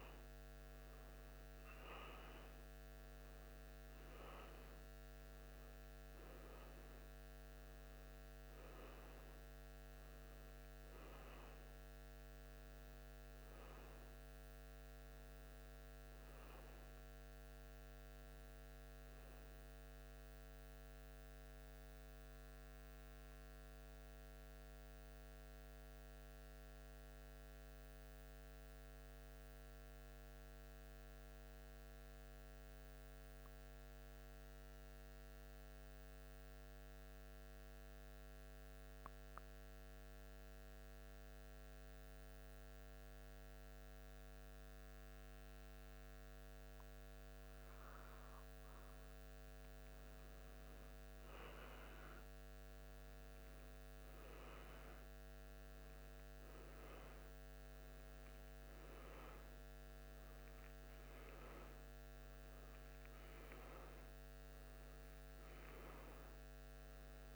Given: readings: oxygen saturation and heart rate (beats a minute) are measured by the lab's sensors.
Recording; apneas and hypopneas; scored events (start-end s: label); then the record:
breathing in sleep, hard to hear, by a microphone on the trachea; 1
21.00-48.50 s: mixed apnea (oxygen 99% before, 92% lowest, heart rate 77 before, 74 extreme, up 1 after)
44.00-67.36 s: oxygen desaturation (device-marked, oxygen 99% before, 92% lowest, heart rate 76 before, 75 extreme)
50.50-55.00 s: arousal
From the record:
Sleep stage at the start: N1 (lightest sleep); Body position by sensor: on the back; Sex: male